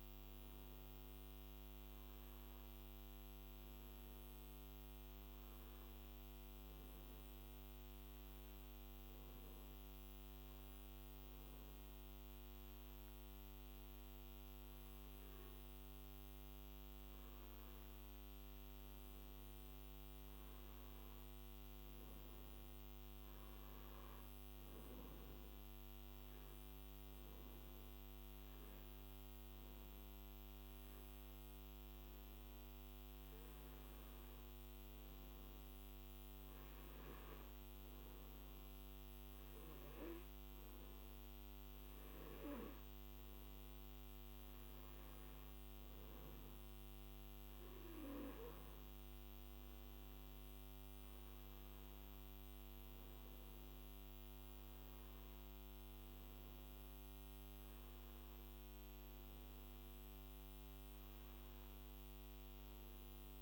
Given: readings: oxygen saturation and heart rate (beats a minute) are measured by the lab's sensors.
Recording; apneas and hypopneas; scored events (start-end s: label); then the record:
breathing in sleep, hard to hear, by a microphone on the trachea; 2
8.50-19.00 s: obstructive apnea (oxygen 96% before, 93% lowest, heart rate 56 before, 52 extreme, up 12 after)
21.00-24.00 s: arousal
25.50-35.50 s: hypopnea (oxygen 97% before, 93% lowest, heart rate 56 before, 54 extreme, up 7 after)
55.50-63.42 s: new sleep stage, awake
From the record:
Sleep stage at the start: N2 (light sleep); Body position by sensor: on the back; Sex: male